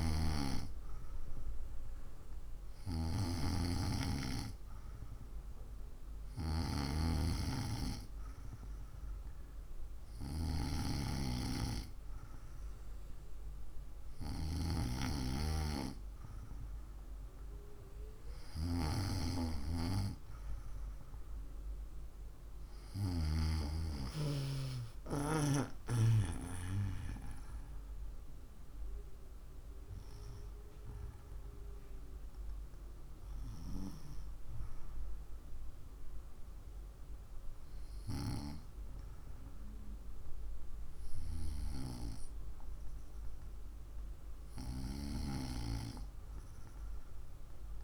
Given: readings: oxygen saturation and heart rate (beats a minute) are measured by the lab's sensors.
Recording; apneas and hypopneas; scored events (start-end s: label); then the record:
breathing in sleep by a room microphone; none
25.50-30.00 s: arousal
From the record:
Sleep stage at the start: N2 (light sleep); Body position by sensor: on the right side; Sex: female